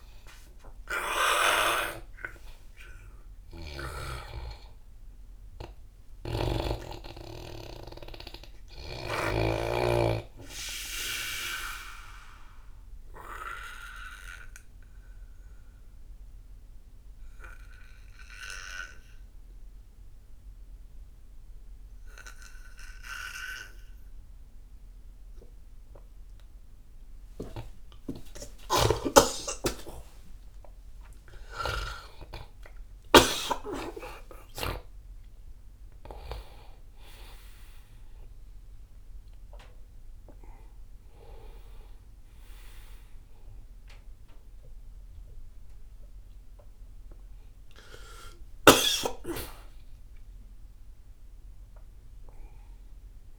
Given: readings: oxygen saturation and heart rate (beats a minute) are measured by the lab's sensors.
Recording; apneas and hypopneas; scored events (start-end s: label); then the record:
breathing in sleep by a room microphone; 1
0.00-15.50 s: oxygen desaturation (device-marked, oxygen 86% lowest)
6.50-10.00 s: snoring (device-marked)
12.50-29.00 s: obstructive apnea (oxygen 98% before, 88% lowest)
29.00-34.00 s: snoring (device-marked)
29.50-35.00 s: arousal
40.50-49.50 s: oxygen desaturation (device-marked, oxygen 97% before, 88% lowest)
From the record:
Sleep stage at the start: N2 (light sleep); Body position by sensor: on the back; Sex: male